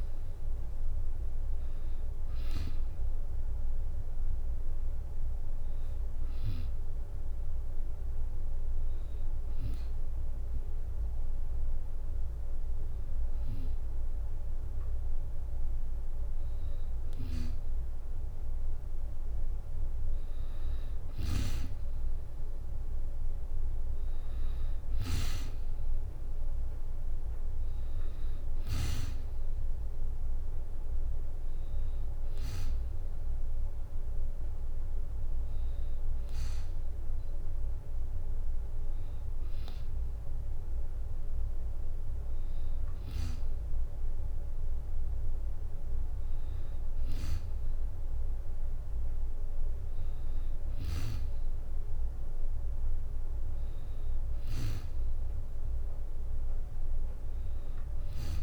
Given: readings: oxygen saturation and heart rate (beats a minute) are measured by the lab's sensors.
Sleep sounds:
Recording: breathing in sleep by a room microphone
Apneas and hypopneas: 1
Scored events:
0.00-2.00 s: arousal
6.50-17.50 s: hypopnea (oxygen 95% before, 92% lowest, heart rate 76 before, 66 extreme, up 1 after)
20.00-23.00 s: arousal
21.50-36.50 s: oxygen desaturation (device-marked, oxygen 95% before, 92% lowest, heart rate 70 before, 69 extreme)
From the record:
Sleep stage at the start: N2 (light sleep)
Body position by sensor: on the back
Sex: female

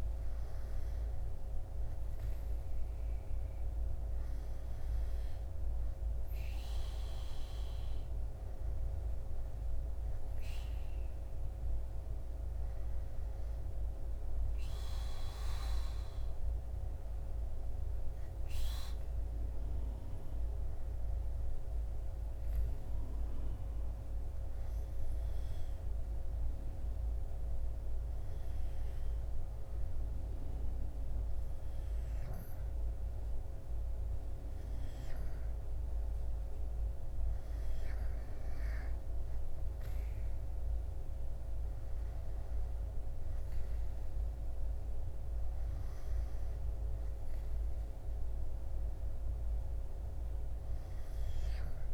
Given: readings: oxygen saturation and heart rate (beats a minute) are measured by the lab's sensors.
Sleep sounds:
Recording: breathing in sleep, hard to hear, by a room microphone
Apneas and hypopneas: 1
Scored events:
26.00-36.50 s: hypopnea (oxygen 95% before, 92% lowest, heart rate 73 before, 64 extreme, up 9 after)
38.50-41.00 s: arousal
45.00-51.94 s: oxygen desaturation (device-marked, oxygen 96% before, 92% lowest, heart rate 67 before, 66 extreme)
From the record:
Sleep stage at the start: N2 (light sleep)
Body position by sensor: on the back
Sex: male

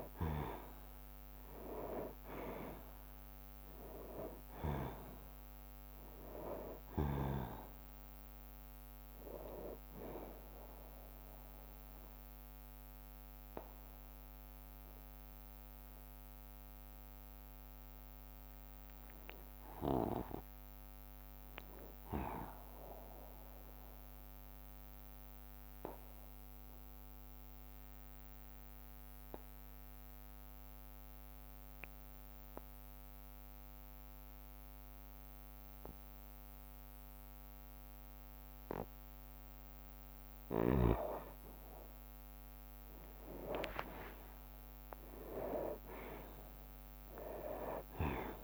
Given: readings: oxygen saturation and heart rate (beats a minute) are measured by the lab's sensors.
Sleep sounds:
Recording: breathing in sleep by a microphone on the trachea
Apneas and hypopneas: 1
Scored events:
0.00-1.50 s: arousal
0.00-12.00 s: drop in pulse transit time (device-marked, heart rate 59 before, 65 extreme)
0.00-28.00 s: oxygen desaturation (device-marked, oxygen 87% lowest, heart rate 58 extreme)
3.00-5.00 s: long interval between heartbeats (device-marked, heart rate 61 before, 69 extreme)
10.00-12.00 s: long interval between heartbeats (device-marked, heart rate 65 before, 70 extreme)
13.00-15.00 s: bradycardia (device-marked, heart rate 65 before, 65 extreme)
22.00-40.00 s: obstructive apnea (oxygen 97% before, 87% lowest, heart rate 66 before, 58 extreme, up 10 after)
42.50-47.50 s: arousal
45.00-48.44 s: drop in pulse transit time (device-marked, heart rate 61 before, 64 extreme)
From the record:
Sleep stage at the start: N2 (light sleep)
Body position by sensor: on the back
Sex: male

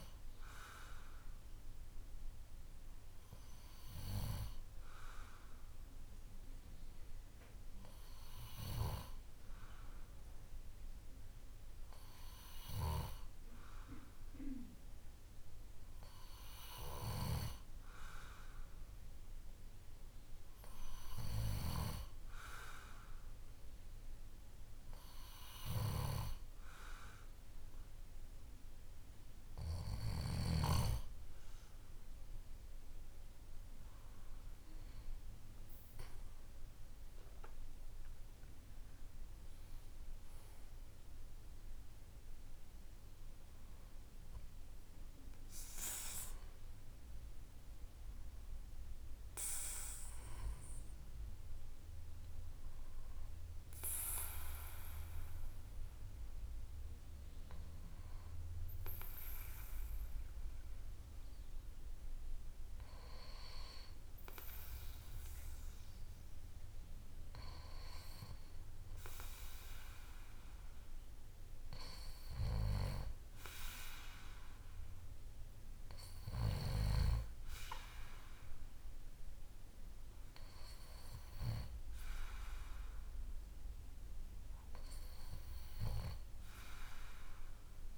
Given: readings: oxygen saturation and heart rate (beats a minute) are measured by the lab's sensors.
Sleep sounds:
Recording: breathing in sleep by a room microphone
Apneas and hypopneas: none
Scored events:
none scored
From the record:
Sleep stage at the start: N2 (light sleep)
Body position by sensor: on the back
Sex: male

